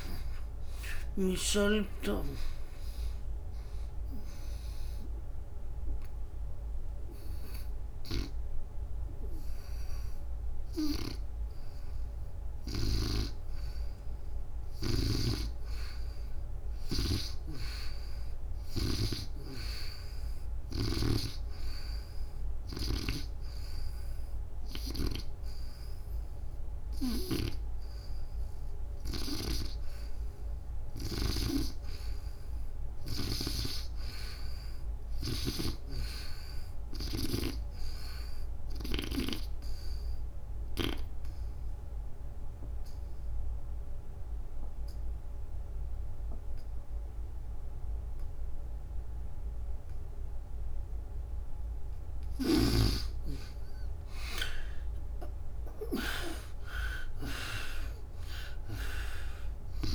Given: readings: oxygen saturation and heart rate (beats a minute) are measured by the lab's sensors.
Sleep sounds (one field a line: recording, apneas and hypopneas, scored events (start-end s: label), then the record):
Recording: breathing in sleep by a room microphone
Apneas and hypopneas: 3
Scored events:
0.00-19.00 s: oxygen desaturation (device-marked, oxygen 70% lowest, heart rate 76 extreme)
3.50-13.50 s: obstructive apnea (oxygen 96% before, 70% lowest, heart rate 104 before, 76 extreme, up 5 after)
14.50-18.50 s: snoring (device-marked)
16.00-19.00 s: arousal
21.50-31.50 s: hypopnea (oxygen 97% before, 73% lowest, heart rate 93 before, 74 extreme, up 7 after)
26.50-35.00 s: snoring (device-marked)
33.00-48.00 s: oxygen desaturation (device-marked, oxygen 90% before, 83% lowest, heart rate 81 before, 69 extreme)
34.00-37.00 s: arousal
40.00-51.50 s: obstructive apnea (oxygen 97% before, 73% lowest, heart rate 82 before, 69 extreme, up 28 after)
52.50-56.50 s: arousal
56.00-59.95 s: oxygen desaturation (device-marked, oxygen 88% before, 73% lowest, heart rate 83 before, 69 extreme)
From the record:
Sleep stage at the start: N2 (light sleep)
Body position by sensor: on the back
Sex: female